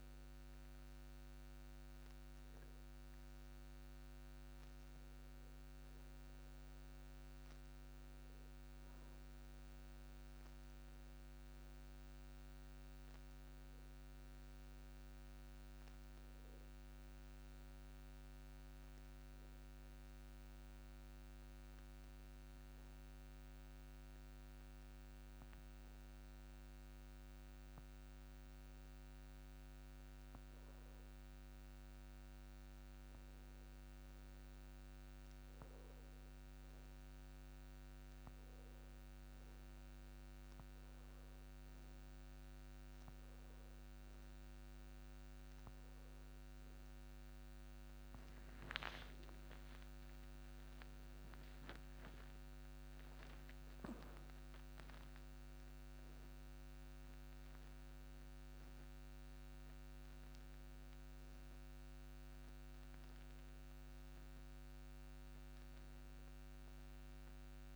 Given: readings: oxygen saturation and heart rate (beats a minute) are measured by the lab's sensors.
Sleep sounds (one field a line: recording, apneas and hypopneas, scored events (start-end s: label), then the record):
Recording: breathing in sleep, hard to hear, by a microphone on the trachea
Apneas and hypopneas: 1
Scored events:
12.00-16.00 s: arousal
18.50-30.50 s: obstructive apnea (oxygen 96% before, 92% lowest)
32.00-35.50 s: arousal
43.50-55.50 s: oxygen desaturation (device-marked, oxygen 96% before, 92% lowest)
55.00-60.00 s: arousal
From the record:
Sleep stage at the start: N1 (lightest sleep)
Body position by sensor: on the back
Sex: male